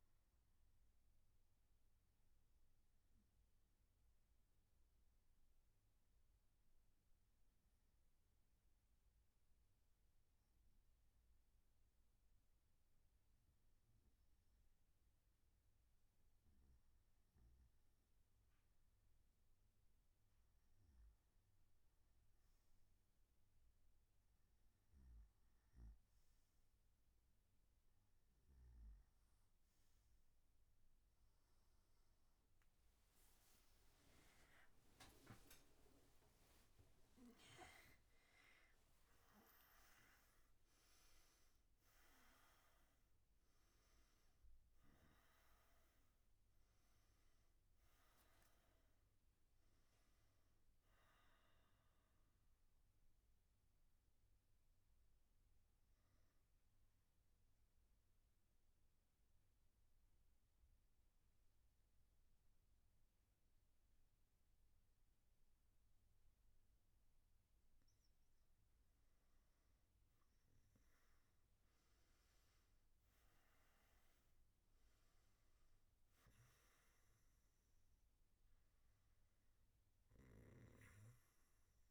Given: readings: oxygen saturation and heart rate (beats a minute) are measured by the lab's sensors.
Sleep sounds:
breathing in sleep, hard to hear, by a room microphone; 2
4.50-18.00 s: obstructive apnea (oxygen 95% before, 94% lowest, heart rate 63 before, 60 extreme, up 1 after)
6.50-81.91 s: new sleep stage, N1 (lightest sleep)
56.00-68.50 s: central apnea (oxygen 97% before, 94% lowest, heart rate 82 before, 59 extreme, up 8 after)
From the record:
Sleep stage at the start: N3 (deep sleep); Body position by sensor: on the back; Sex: male

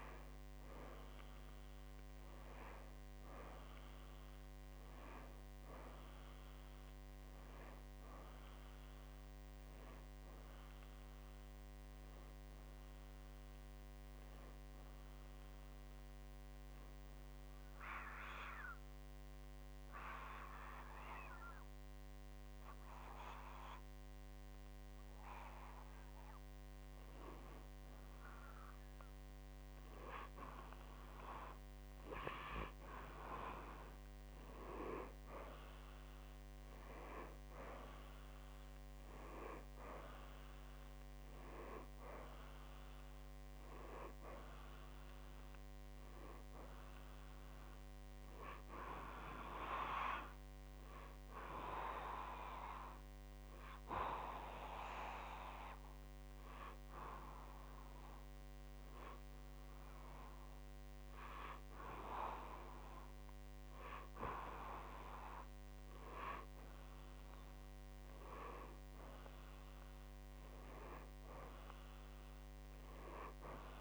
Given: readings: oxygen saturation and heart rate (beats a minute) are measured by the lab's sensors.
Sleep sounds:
breathing in sleep by a microphone on the trachea; 2
17.00-27.00 s: obstructive apnea (oxygen 97% before, 92% lowest, heart rate 67 before, 57 extreme, up 3 after)
29.50-33.50 s: arousal
44.00-71.00 s: oxygen desaturation (device-marked, oxygen 96% before, 92% lowest, heart rate 60 before, 56 extreme)
50.00-65.00 s: hypopnea (oxygen 96% before, 92% lowest, heart rate 62 before, 56 extreme, up 3 after)
70.00-73.81 s: arousal
From the record:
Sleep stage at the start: N2 (light sleep); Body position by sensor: on the back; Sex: male

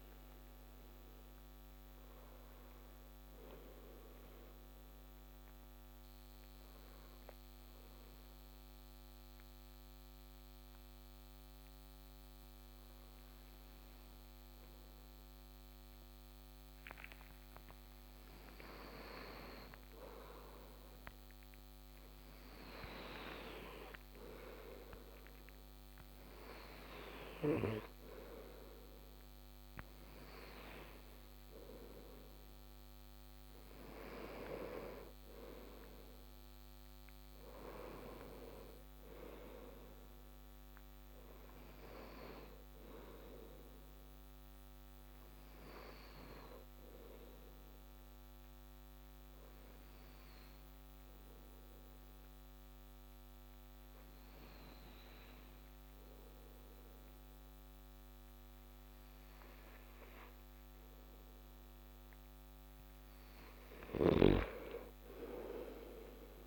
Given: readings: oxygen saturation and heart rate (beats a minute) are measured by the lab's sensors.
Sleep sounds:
breathing in sleep by a microphone on the trachea; 2
0.00-13.00 s: oxygen desaturation (device-marked, oxygen 90% lowest)
3.00-17.00 s: obstructive apnea (oxygen 97% before, 90% lowest)
18.50-22.50 s: arousal
32.00-50.00 s: oxygen desaturation (device-marked, oxygen 97% before, 93% lowest)
47.50-61.00 s: obstructive apnea (oxygen 97% before, 91% lowest)
63.00-66.47 s: snoring (device-marked)
64.00-66.47 s: arousal
From the record:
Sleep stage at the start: N2 (light sleep); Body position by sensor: on the back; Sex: male

